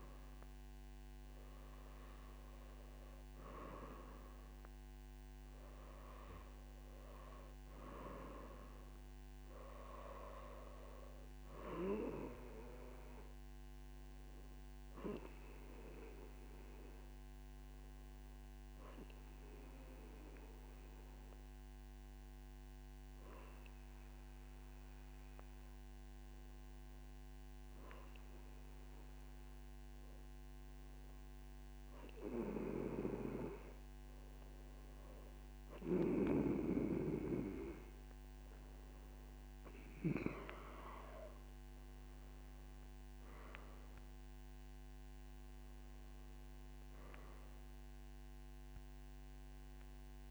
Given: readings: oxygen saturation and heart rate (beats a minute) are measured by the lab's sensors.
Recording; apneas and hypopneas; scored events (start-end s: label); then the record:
breathing in sleep by a microphone on the trachea; 1
17.50-32.00 s: hypopnea (oxygen 95% before, 93% lowest, heart rate 59 before, 55 extreme, up 7 after)
From the record:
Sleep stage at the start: N2 (light sleep); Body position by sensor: on the right side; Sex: male